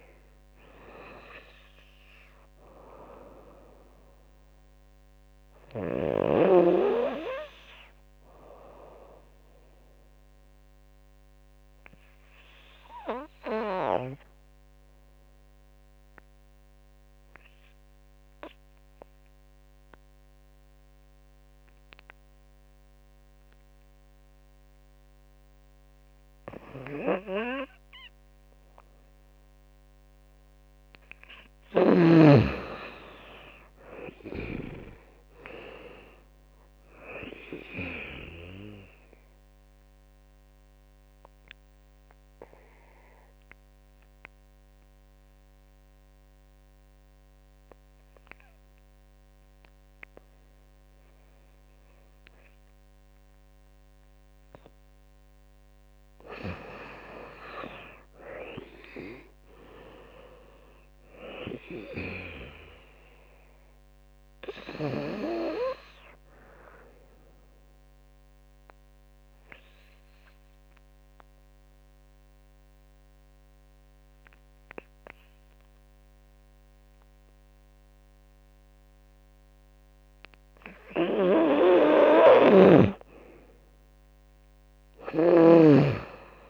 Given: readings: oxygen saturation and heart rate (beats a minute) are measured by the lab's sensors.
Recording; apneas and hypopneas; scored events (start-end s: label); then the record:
breathing in sleep by a microphone on the trachea; 3
0.00-6.00 s: drop in pulse transit time (device-marked, heart rate 74 extreme)
0.00-17.00 s: oxygen desaturation (device-marked, oxygen 90% lowest, heart rate 70 extreme)
9.50-29.50 s: obstructive apnea (oxygen 98% before, 87% lowest, heart rate 83 before, 77 extreme, up 10 after)
26.00-55.00 s: oxygen desaturation (device-marked, oxygen 98% before, 87% lowest, heart rate 77 before, 73 extreme)
26.50-32.00 s: snoring (device-marked)
32.00-45.00 s: drop in pulse transit time (device-marked, heart rate 79 before, 80 extreme)
32.50-36.00 s: arousal
38.50-55.00 s: obstructive apnea (oxygen 98% before, 87% lowest, heart rate 81 before, 73 extreme, up 12 after)
57.00-60.50 s: arousal
57.00-79.00 s: oxygen desaturation (device-marked, oxygen 97% before, 90% lowest, heart rate 82 before, 73 extreme)
58.00-69.00 s: drop in pulse transit time (device-marked, heart rate 82 before, 78 extreme)
67.00-81.00 s: obstructive apnea (oxygen 97% before, 89% lowest, heart rate 83 before, 73 extreme, up 13 after)
81.00-86.50 s: snoring (device-marked)
83.00-86.50 s: arousal
84.00-86.50 s: drop in pulse transit time (device-marked, heart rate 78 before, 80 extreme)
From the record:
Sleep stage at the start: N2 (light sleep); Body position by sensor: on the back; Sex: female